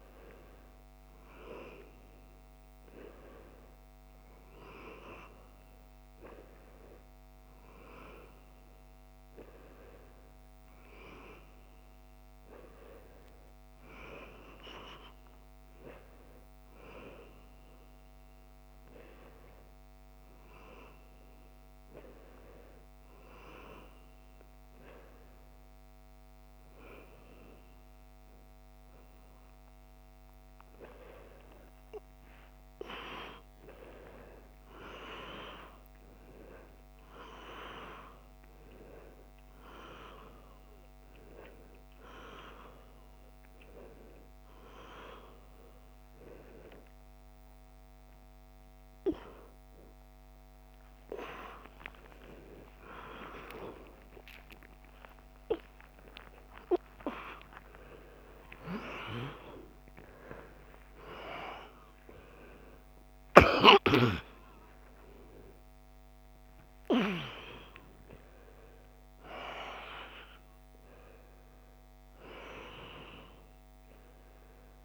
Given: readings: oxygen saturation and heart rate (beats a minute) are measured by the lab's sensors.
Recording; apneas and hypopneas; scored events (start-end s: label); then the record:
a person awake in a sleep study, by a microphone on the trachea; none
0.00-1.50 s: long interval between heartbeats (device-marked, heart rate 108 extreme)
15.00-17.00 s: long interval between heartbeats (device-marked, heart rate 105 before, 108 extreme)
34.00-36.00 s: long interval between heartbeats (device-marked, heart rate 105 before, 108 extreme)
46.00-48.00 s: long interval between heartbeats (device-marked, heart rate 102 before, 110 extreme)
51.50-53.50 s: long interval between heartbeats (device-marked, heart rate 107 before, 127 extreme)
53.50-55.50 s: long interval between heartbeats (device-marked, heart rate 110 before, 149 extreme)
59.00-61.00 s: long interval between heartbeats (device-marked, heart rate 125 before, 178 extreme)
61.50-64.50 s: bradycardia (device-marked, heart rate 91 before, 70 extreme)
From the record:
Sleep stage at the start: awake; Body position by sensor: upright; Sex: male